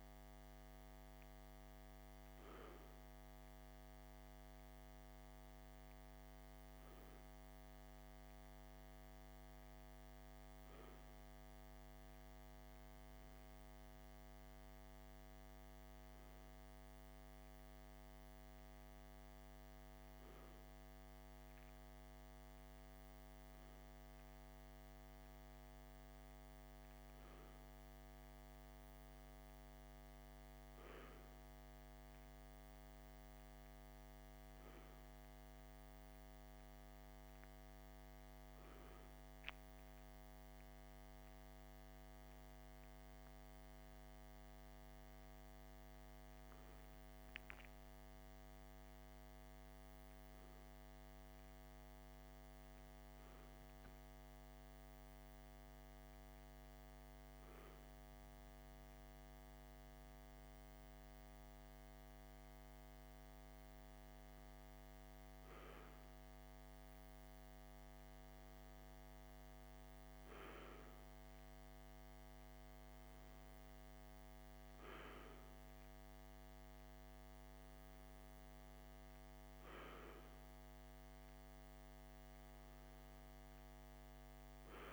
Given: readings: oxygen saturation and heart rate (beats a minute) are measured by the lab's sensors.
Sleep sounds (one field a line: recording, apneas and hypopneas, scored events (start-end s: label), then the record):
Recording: breathing in sleep, hard to hear, by a microphone on the trachea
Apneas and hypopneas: none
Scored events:
49.50-84.93 s: new sleep stage, N1 (lightest sleep)
From the record:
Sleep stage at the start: N2 (light sleep)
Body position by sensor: on the left side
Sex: male